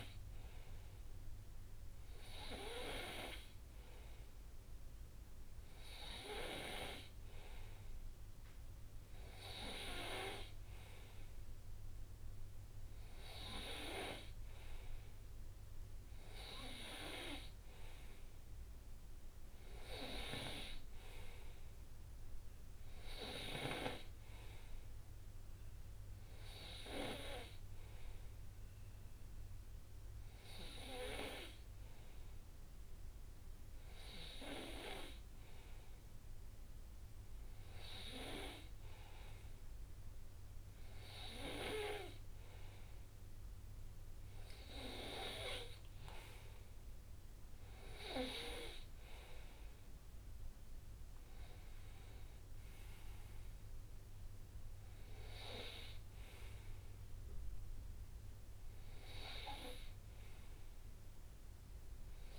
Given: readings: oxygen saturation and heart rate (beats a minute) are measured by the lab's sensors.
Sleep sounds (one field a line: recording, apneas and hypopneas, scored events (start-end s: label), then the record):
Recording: breathing in sleep by a room microphone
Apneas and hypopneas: none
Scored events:
none scored
From the record:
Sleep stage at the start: N2 (light sleep)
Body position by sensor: on the right side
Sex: male